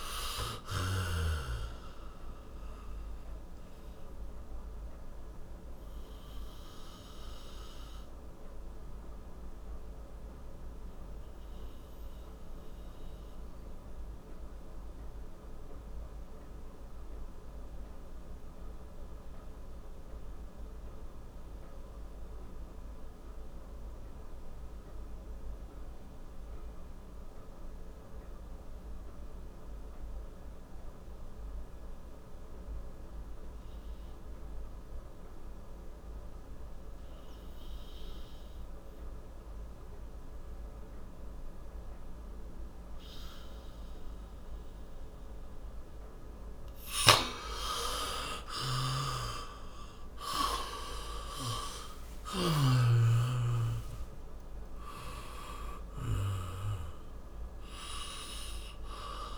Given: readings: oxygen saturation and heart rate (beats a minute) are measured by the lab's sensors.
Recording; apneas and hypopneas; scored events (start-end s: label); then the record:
breathing in sleep by a room microphone; 1
0.00-27.00 s: oxygen desaturation (device-marked, oxygen 86% lowest, heart rate 54 extreme)
3.50-46.50 s: obstructive apnea (oxygen 98% before, 86% lowest, heart rate 64 before, 54 extreme, up 13 after)
46.50-52.50 s: snoring (device-marked)
49.50-55.00 s: arousal
From the record:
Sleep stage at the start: N2 (light sleep); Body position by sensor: on the back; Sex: male